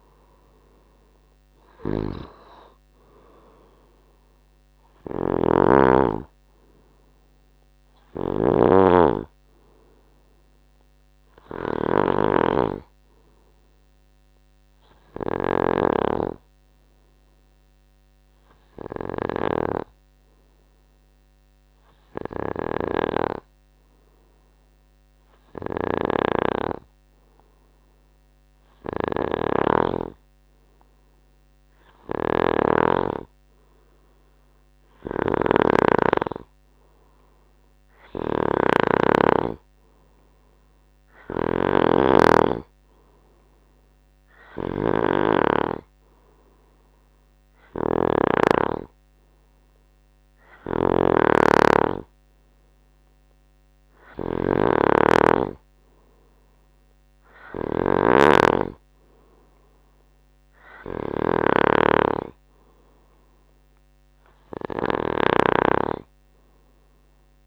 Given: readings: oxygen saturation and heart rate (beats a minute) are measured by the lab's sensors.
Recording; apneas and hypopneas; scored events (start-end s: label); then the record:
breathing in sleep by a microphone on the trachea; none
5.00-16.00 s: snoring (device-marked)
22.50-30.00 s: snoring (device-marked)
32.00-39.00 s: snoring (device-marked)
41.00-65.50 s: snoring (device-marked)
From the record:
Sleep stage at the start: N2 (light sleep); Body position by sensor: on the right side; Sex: male